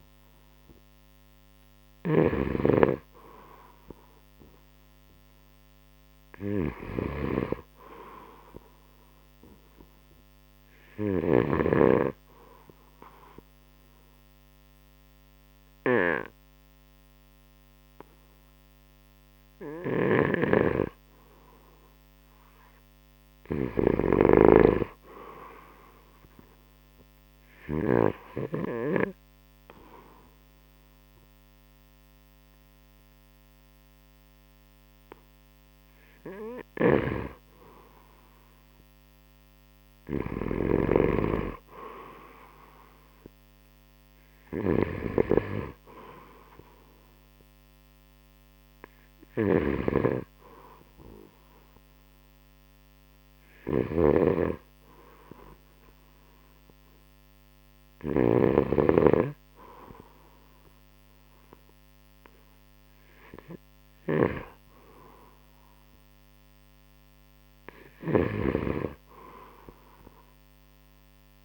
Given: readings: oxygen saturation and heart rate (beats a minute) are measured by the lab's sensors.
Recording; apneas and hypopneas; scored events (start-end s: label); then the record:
breathing in sleep by a microphone on the trachea; 1
0.00-11.50 s: snoring (device-marked)
4.00-7.50 s: arousal
10.00-21.00 s: hypopnea (oxygen 95% before, 89% lowest, heart rate 71 before, 67 extreme, up 3 after)
20.00-28.00 s: snoring (device-marked)
21.50-25.50 s: arousal
32.00-44.00 s: oxygen desaturation (device-marked, oxygen 94% before, 89% lowest, heart rate 71 before, 67 extreme)
36.50-41.00 s: snoring (device-marked)
49.00-62.00 s: oxygen desaturation (device-marked, oxygen 95% before, 90% lowest, heart rate 71 before, 68 extreme)
49.50-58.50 s: snoring (device-marked)
68.00-71.45 s: snoring (device-marked)
From the record:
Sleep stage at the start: N2 (light sleep); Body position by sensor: on the right side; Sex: male